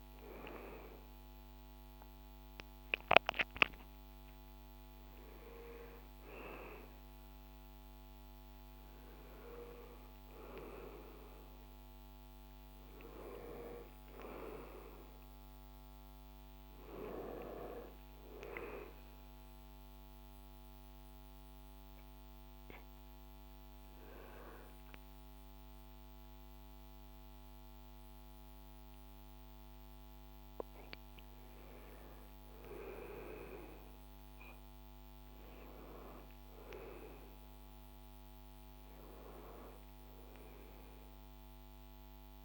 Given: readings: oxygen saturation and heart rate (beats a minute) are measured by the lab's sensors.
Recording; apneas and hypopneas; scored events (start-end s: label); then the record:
a person awake in a sleep study, by a microphone on the trachea; none
none scored
From the record:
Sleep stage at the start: awake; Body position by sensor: on the back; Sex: male